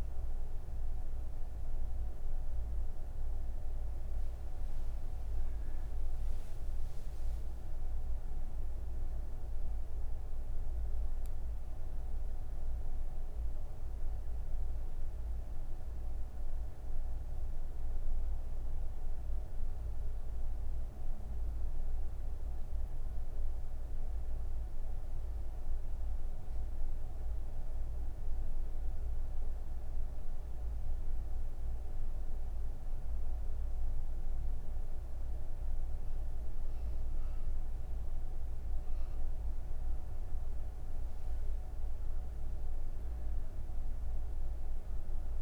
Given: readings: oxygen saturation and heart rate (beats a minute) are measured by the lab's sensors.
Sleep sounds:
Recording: breathing in sleep, hard to hear, by a room microphone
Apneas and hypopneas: none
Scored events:
0.00-4.00 s: oxygen desaturation (device-marked, oxygen 89% lowest)
From the record:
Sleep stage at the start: N2 (light sleep)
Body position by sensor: on the right side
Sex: female

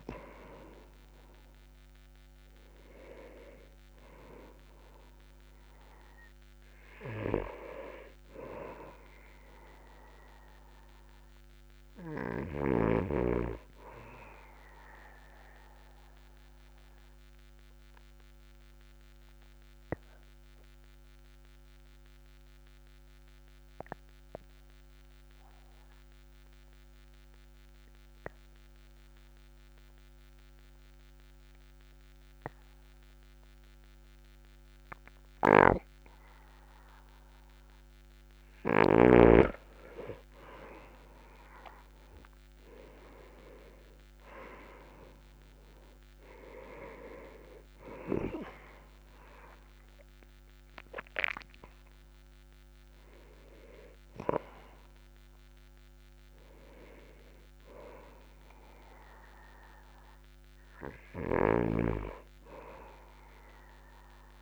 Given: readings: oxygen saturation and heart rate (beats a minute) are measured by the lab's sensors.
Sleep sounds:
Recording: breathing in sleep by a microphone on the trachea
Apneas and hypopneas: 1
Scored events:
11.50-22.50 s: oxygen desaturation (device-marked, oxygen 97% before, 93% lowest, heart rate 50 before, 39 extreme)
16.00-39.00 s: obstructive apnea (oxygen 97% before, 93% lowest, heart rate 49 before, 39 extreme, up 10 after)
40.50-44.50 s: arousal
From the record:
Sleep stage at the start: N2 (light sleep)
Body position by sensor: on the back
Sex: male

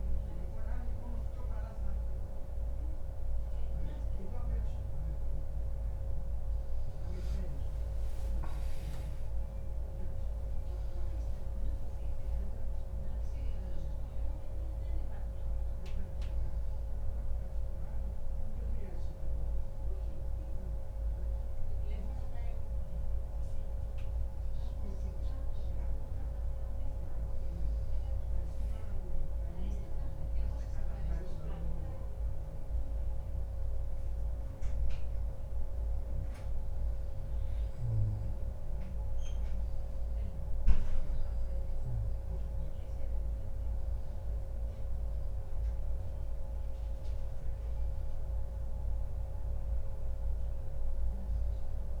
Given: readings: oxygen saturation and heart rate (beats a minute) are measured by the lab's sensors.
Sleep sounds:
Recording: a person partly awake in a sleep study, hard to hear, by a room microphone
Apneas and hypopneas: none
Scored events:
13.50-52.00 s: new sleep stage, N1 (lightest sleep)
37.00-41.00 s: arousal
From the record:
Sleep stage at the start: awake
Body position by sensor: on the back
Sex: male

